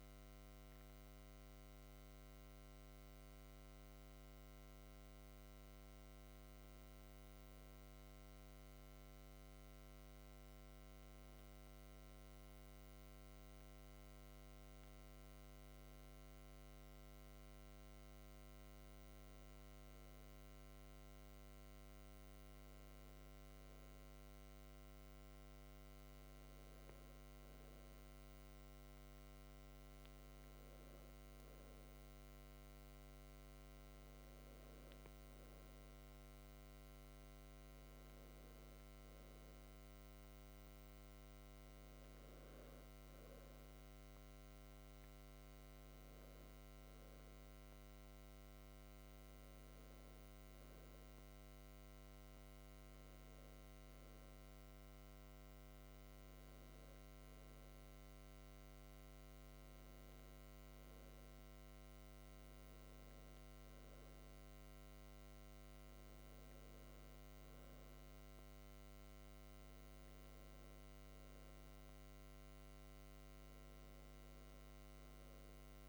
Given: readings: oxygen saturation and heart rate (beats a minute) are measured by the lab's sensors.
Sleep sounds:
breathing in sleep, hard to hear, by a microphone on the trachea; none
none scored
From the record:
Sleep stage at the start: N2 (light sleep); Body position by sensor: on the back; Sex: male

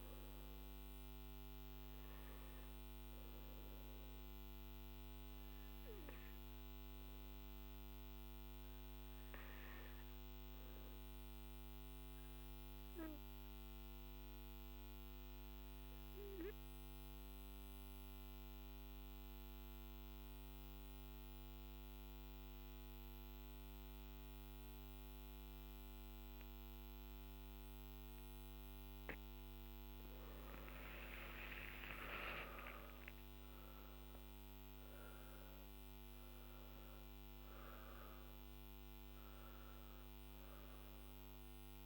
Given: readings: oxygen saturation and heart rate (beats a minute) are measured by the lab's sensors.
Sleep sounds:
breathing in sleep by a microphone on the trachea; 1
3.50-28.00 s: obstructive apnea (oxygen 99% before, 90% lowest, heart rate 56 before, 44 extreme, up 15 after)
16.00-41.86 s: oxygen desaturation (device-marked, oxygen 98% before, 91% lowest, heart rate 50 before, 44 extreme)
From the record:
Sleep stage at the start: N3 (deep sleep); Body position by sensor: on the back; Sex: male

